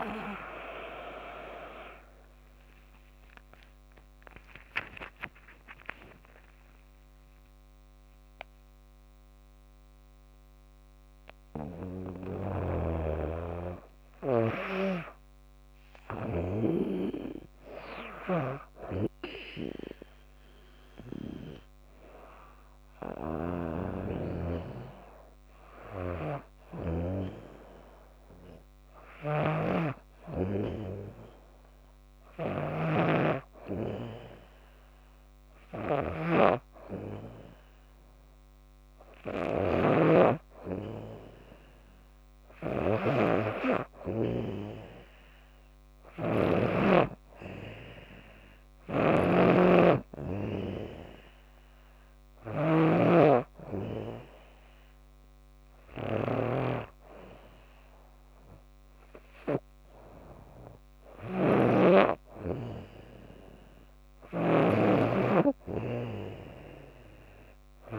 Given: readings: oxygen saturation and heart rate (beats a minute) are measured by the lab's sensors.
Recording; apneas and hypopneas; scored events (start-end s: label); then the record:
breathing in sleep by a microphone on the trachea; none
2.00-5.50 s: arousal
22.50-67.98 s: snoring (device-marked)
66.50-67.98 s: arousal
From the record:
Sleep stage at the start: N2 (light sleep); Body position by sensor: on the back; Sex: female